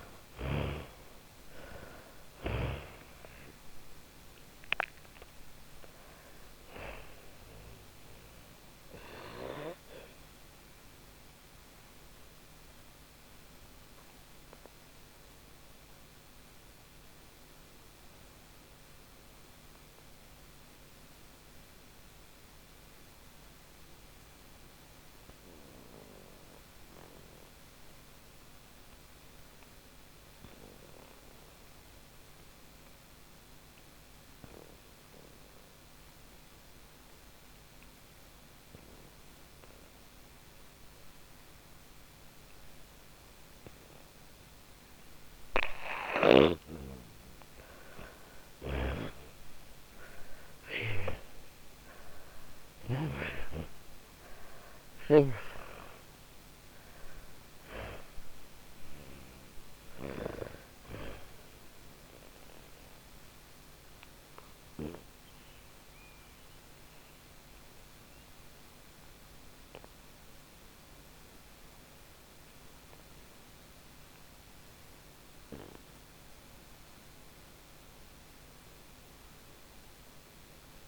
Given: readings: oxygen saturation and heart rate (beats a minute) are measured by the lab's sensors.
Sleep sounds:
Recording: breathing in sleep by a microphone on the trachea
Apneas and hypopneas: 2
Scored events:
0.00-2.50 s: arousal
0.00-19.50 s: oxygen desaturation (device-marked, oxygen 85% lowest, heart rate 53 extreme)
12.50-46.50 s: obstructive apnea (oxygen 97% before, 85% lowest, heart rate 91 before, 60 extreme, up 57 after)
35.50-73.50 s: oxygen desaturation (device-marked, oxygen 99% before, 86% lowest, heart rate 78 before, 60 extreme)
47.50-51.50 s: arousal
58.00-73.50 s: hypopnea (oxygen 98% before, 83% lowest, heart rate 92 before, 70 extreme, up 46 after)
78.00-80.87 s: arousal
From the record:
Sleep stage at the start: N2 (light sleep)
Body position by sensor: on the back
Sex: female

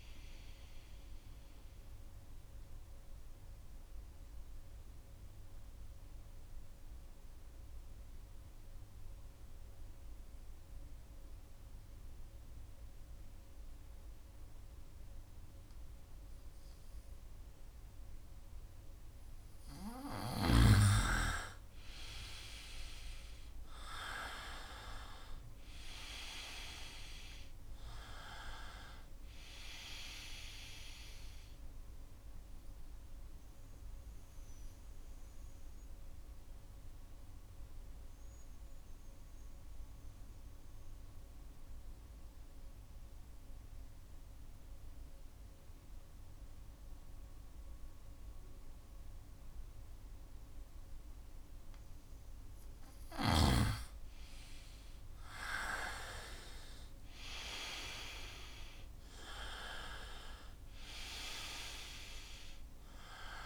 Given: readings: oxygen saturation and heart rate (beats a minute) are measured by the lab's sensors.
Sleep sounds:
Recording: breathing in sleep by a room microphone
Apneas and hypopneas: 2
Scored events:
0.00-1.00 s: oxygen desaturation (device-marked, oxygen 90% lowest, heart rate 62 extreme)
1.00-19.00 s: mixed apnea (oxygen 97% before, 89% lowest, heart rate 71 before, 63 extreme, up 5 after)
20.00-25.00 s: arousal
25.00-48.00 s: oxygen desaturation (device-marked, oxygen 99% before, 89% lowest, heart rate 67 before, 63 extreme)
34.50-52.50 s: mixed apnea (oxygen 99% before, 89% lowest, heart rate 69 before, 64 extreme, up 3 after)
53.00-63.46 s: oxygen desaturation (device-marked, oxygen 98% before, 89% lowest, heart rate 66 before, 64 extreme)
54.00-58.50 s: arousal
From the record:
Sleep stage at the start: N2 (light sleep)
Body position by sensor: on the right side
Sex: male

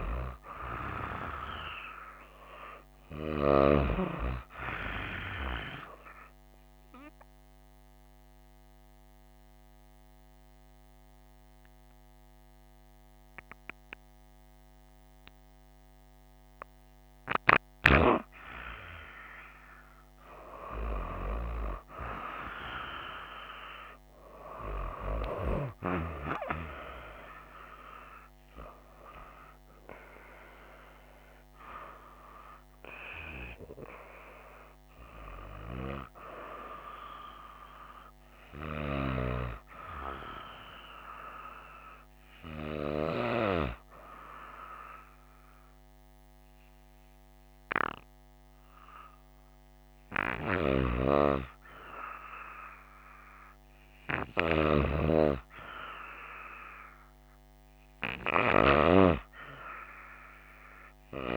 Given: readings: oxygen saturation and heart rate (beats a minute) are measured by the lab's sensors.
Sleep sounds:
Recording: breathing in sleep by a microphone on the trachea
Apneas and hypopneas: 2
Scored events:
6.50-18.00 s: obstructive apnea (oxygen 96% before, 92% lowest, heart rate 60 before, 56 extreme, up 10 after)
20.00-23.00 s: arousal
23.00-41.00 s: oxygen desaturation (device-marked, oxygen 95% before, 92% lowest, heart rate 60 before, 54 extreme)
43.00-56.50 s: hypopnea (oxygen 96% before, 94% lowest, heart rate 64 before, 55 extreme, up 3 after)
58.00-61.36 s: arousal
From the record:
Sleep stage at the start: N2 (light sleep)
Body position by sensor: on the right side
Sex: female

